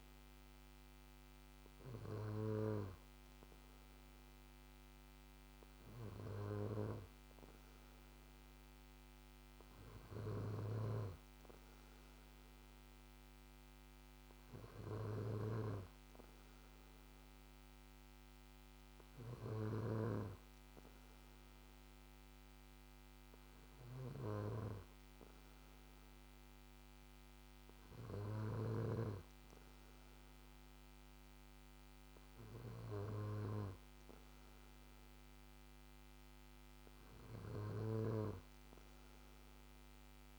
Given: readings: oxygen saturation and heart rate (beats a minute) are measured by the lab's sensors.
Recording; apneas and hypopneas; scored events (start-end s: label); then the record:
breathing in sleep by a microphone on the trachea; none
10.50-19.50 s: snoring (device-marked)
From the record:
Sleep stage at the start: N2 (light sleep); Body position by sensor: on the back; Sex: male